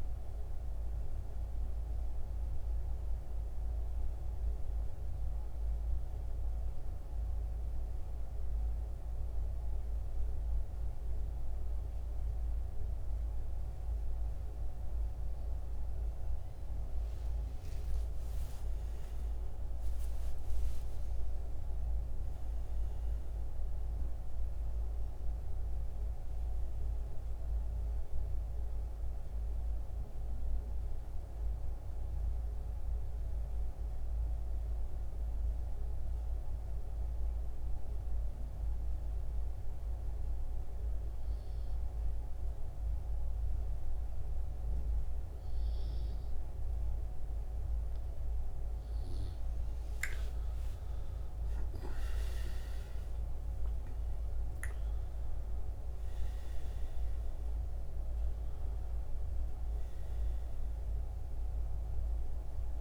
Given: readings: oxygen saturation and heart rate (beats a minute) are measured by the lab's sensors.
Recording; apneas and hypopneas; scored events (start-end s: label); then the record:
breathing in sleep, hard to hear, by a room microphone; 2
0.00-10.50 s: oxygen desaturation (device-marked, oxygen 88% lowest, heart rate 69 extreme)
1.00-14.50 s: hypopnea (oxygen 91% before, 85% lowest, heart rate 75 before, 66 extreme, up 11 after)
16.00-20.00 s: arousal
28.50-42.50 s: oxygen desaturation (device-marked, oxygen 91% before, 88% lowest, heart rate 74 before, 66 extreme)
31.00-49.00 s: mixed apnea (oxygen 92% before, 85% lowest, heart rate 75 before, 66 extreme, up 17 after)
50.00-54.50 s: arousal
57.50-62.81 s: oxygen desaturation (device-marked, oxygen 92% before, 85% lowest, heart rate 71 before, 62 extreme)
From the record:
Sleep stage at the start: N2 (light sleep); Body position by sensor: on the back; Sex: male